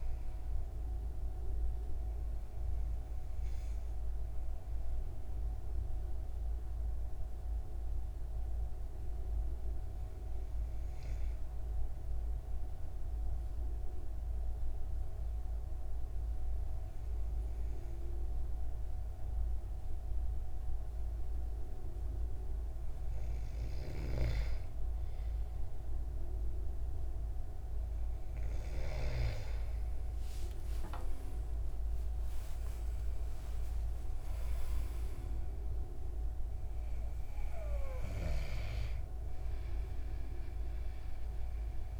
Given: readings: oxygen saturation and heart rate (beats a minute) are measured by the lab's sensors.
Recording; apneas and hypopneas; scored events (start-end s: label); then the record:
breathing in sleep by a room microphone; 1
0.00-16.50 s: oxygen desaturation (device-marked, oxygen 93% lowest, heart rate 65 extreme)
5.00-24.00 s: mixed apnea (oxygen 97% before, 92% lowest, heart rate 85 before, 27 extreme, up 20 after)
30.00-34.00 s: arousal
33.50-42.00 s: oxygen desaturation (device-marked, oxygen 97% before, 93% lowest, heart rate 74 before, 27 extreme)
From the record:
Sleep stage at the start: N2 (light sleep); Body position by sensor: on the back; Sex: male